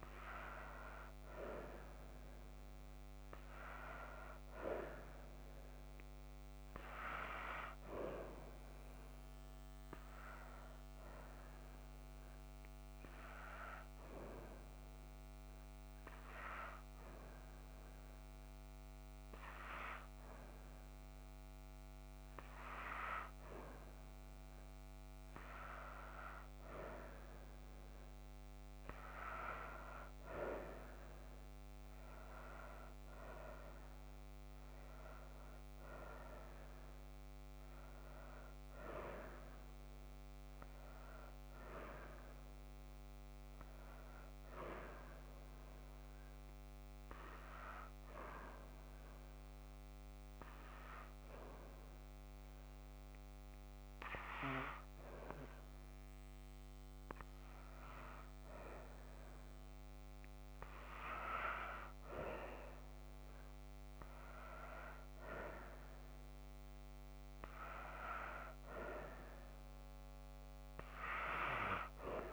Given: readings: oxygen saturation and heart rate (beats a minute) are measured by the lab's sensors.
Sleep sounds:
breathing in sleep by a microphone on the trachea; 2
0.00-5.00 s: arousal
12.00-24.00 s: oxygen desaturation (device-marked, oxygen 95% before, 91% lowest)
13.50-23.50 s: hypopnea (oxygen 95% before, 89% lowest)
27.00-32.50 s: arousal
41.00-63.00 s: oxygen desaturation (device-marked, oxygen 94% before, 89% lowest)
46.50-57.00 s: hypopnea (oxygen 94% before, 89% lowest)
62.00-66.50 s: arousal
From the record:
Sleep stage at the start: N2 (light sleep); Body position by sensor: on the back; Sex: female

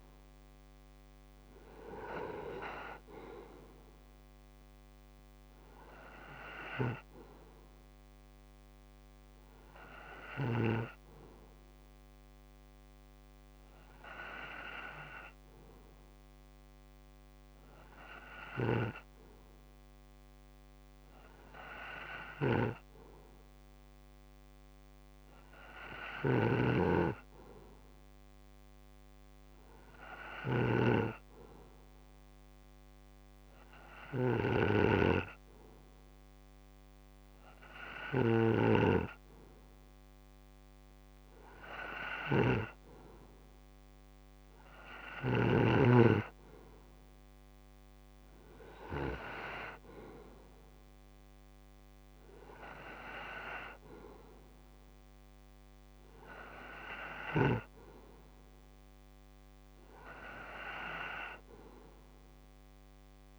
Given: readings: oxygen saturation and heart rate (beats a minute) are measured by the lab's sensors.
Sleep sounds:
breathing in sleep by a microphone on the trachea; 1
9.00-35.50 s: hypopnea (oxygen 93% before, 92% lowest)
18.00-45.50 s: snoring (device-marked)
41.50-44.50 s: arousal
From the record:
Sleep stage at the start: N2 (light sleep); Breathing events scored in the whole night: 255 in 3.8 hours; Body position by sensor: on the right side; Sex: male

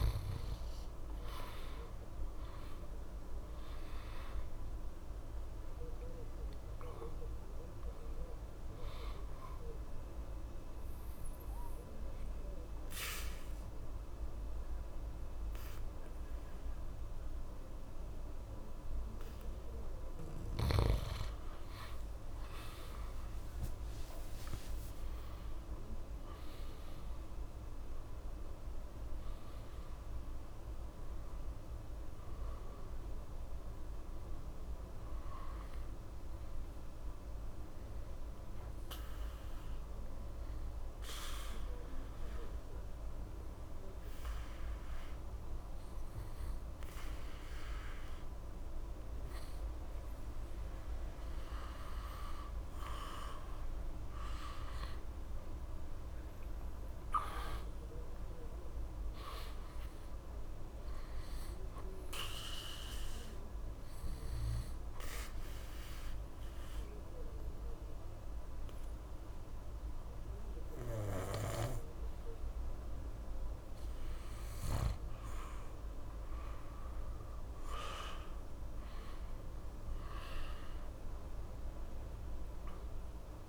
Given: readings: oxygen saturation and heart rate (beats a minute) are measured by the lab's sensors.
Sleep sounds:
breathing in sleep by a room microphone; 3
0.50-4.50 s: arousal
10.00-21.50 s: obstructive apnea (oxygen 95% before, 88% lowest, heart rate 68 before, 68 extreme, up 50 after)
23.50-29.00 s: arousal
27.50-46.50 s: oxygen desaturation (device-marked, oxygen 94% before, 88% lowest, heart rate 79 before, 67 extreme)
37.00-51.50 s: obstructive apnea (oxygen 94% before, 88% lowest, heart rate 84 before, 66 extreme, up 3 after)
53.50-57.50 s: arousal
61.50-71.50 s: oxygen desaturation (device-marked, oxygen 96% before, 91% lowest, heart rate 69 before, 63 extreme)
62.50-78.00 s: obstructive apnea (oxygen 96% before, 87% lowest, heart rate 69 before, 63 extreme, up 6 after)
80.00-83.49 s: arousal
80.50-83.49 s: oxygen desaturation (device-marked, oxygen 95% before, 90% lowest, heart rate 68 before, 67 extreme)
From the record:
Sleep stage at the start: N2 (light sleep); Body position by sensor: on the back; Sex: male

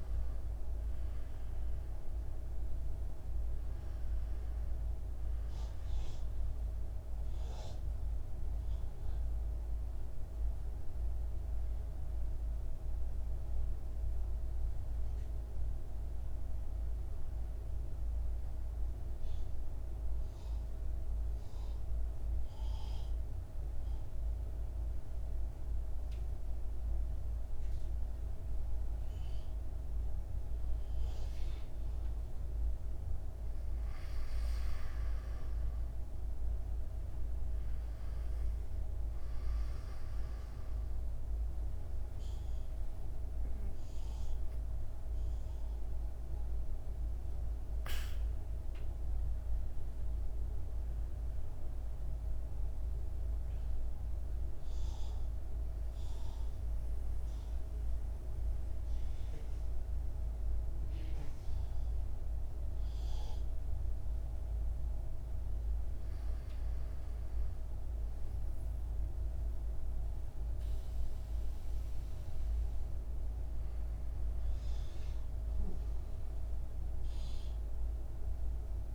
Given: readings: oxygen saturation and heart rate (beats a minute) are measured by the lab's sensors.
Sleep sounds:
breathing in sleep, hard to hear, by a room microphone; 2
0.00-21.50 s: oxygen desaturation (device-marked, oxygen 91% lowest, heart rate 55 extreme)
18.50-34.50 s: central apnea (oxygen 97% before, 90% lowest, heart rate 60 before, 55 extreme, up 2 after)
34.50-39.00 s: arousal
37.50-55.50 s: oxygen desaturation (device-marked, oxygen 98% before, 90% lowest, heart rate 57 before, 54 extreme)
55.50-66.50 s: central apnea (oxygen 98% before, 92% lowest, heart rate 59 before, 54 extreme, up 6 after)
69.00-73.00 s: arousal
76.50-78.95 s: oxygen desaturation (device-marked, oxygen 97% before, 94% lowest, heart rate 57 before, 55 extreme)
From the record:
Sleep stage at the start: N2 (light sleep); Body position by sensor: on the right side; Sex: male

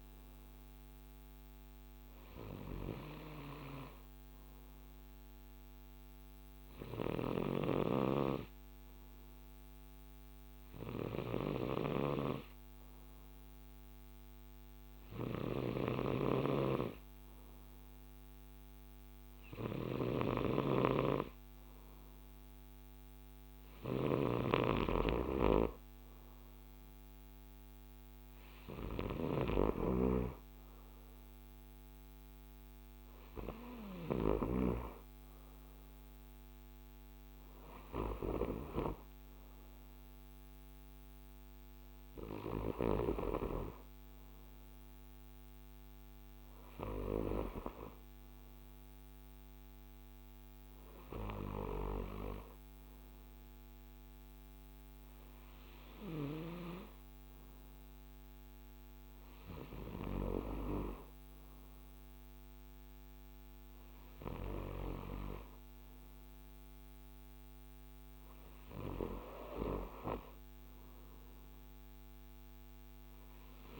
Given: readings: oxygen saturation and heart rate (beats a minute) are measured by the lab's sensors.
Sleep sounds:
breathing in sleep by a microphone on the trachea; none
15.50-34.50 s: snoring (device-marked)
From the record:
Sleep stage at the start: N2 (light sleep); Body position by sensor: on the right side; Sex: male

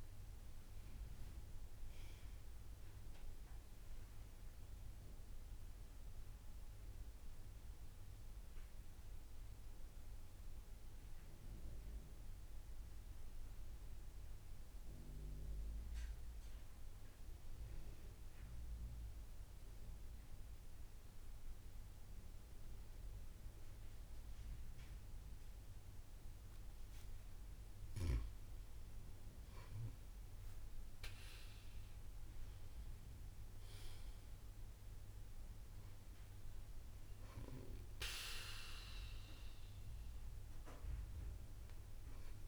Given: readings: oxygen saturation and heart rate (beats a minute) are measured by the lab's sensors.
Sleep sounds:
breathing in sleep by a room microphone; 1
2.50-4.50 s: long interval between heartbeats (device-marked, heart rate 66 before, 59 extreme)
9.00-11.00 s: long interval between heartbeats (device-marked)
9.50-27.50 s: mixed apnea (oxygen 97% before, 93% lowest)
16.00-18.00 s: long interval between heartbeats (device-marked)
26.00-28.00 s: long interval between heartbeats (device-marked)
30.50-35.00 s: arousal
33.50-35.50 s: long interval between heartbeats (device-marked)
From the record:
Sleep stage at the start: N2 (light sleep); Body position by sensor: on the right side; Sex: female

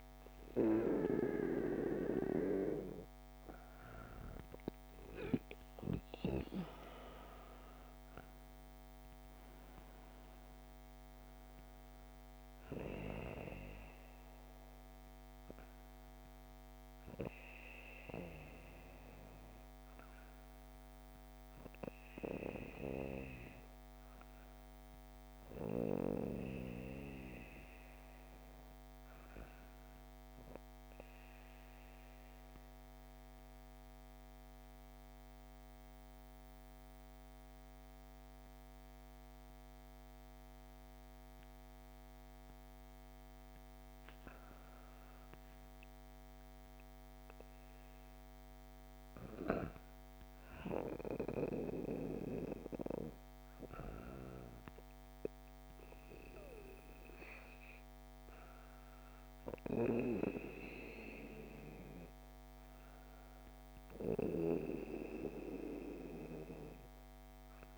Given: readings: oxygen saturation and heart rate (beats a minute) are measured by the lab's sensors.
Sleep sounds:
breathing in sleep by a microphone on the trachea; 1
0.00-20.00 s: oxygen desaturation (device-marked, oxygen 93% lowest, heart rate 59 extreme)
31.00-43.00 s: obstructive apnea (oxygen 97% before, 94% lowest, heart rate 70 before, 59 extreme, up 9 after)
44.00-48.00 s: arousal
From the record:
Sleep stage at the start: N2 (light sleep); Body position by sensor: on the back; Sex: female

